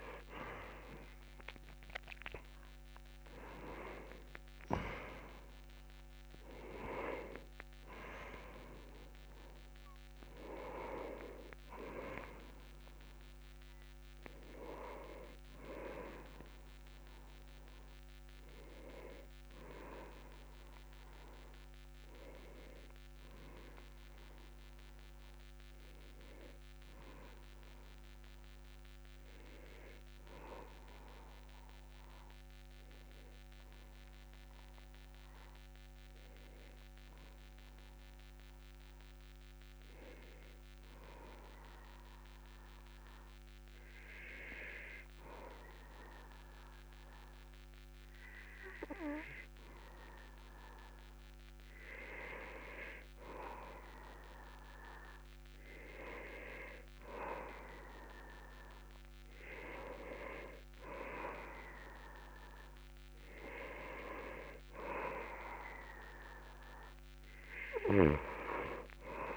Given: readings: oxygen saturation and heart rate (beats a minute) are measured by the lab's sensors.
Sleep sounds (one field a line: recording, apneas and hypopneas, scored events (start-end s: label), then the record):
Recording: breathing in sleep by a microphone on the trachea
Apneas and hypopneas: 1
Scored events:
0.00-3.50 s: arousal
28.00-41.00 s: oxygen desaturation (device-marked, oxygen 97% before, 90% lowest, heart rate 50 before, 43 extreme)
34.50-38.50 s: arousal
42.00-53.50 s: hypopnea (oxygen 98% before, 96% lowest, heart rate 53 before, 39 extreme, up 0 after)
56.50-61.50 s: arousal
From the record:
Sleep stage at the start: N2 (light sleep)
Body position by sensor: on the back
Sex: male